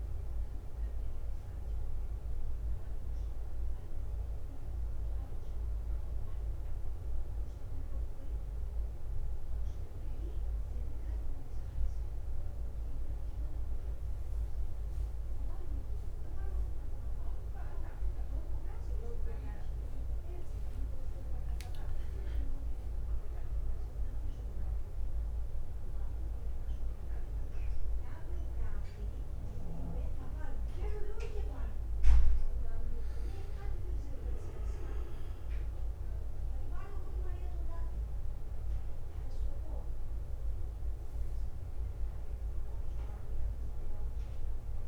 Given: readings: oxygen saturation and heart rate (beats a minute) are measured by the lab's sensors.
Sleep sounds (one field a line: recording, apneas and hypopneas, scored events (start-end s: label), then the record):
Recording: a person awake in a sleep study, by a room microphone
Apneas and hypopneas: none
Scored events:
15.00-17.00 s: bradycardia (device-marked, heart rate 40 before, 58 extreme)
23.00-25.00 s: long interval between heartbeats (device-marked, heart rate 45 before, 67 extreme)
31.00-37.00 s: bradycardia (device-marked, heart rate 52 before, 54 extreme)
42.00-44.00 s: long interval between heartbeats (device-marked, heart rate 64 before, 65 extreme)
From the record:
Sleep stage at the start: awake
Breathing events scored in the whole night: 259 in 4.3 hours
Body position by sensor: on the back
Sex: male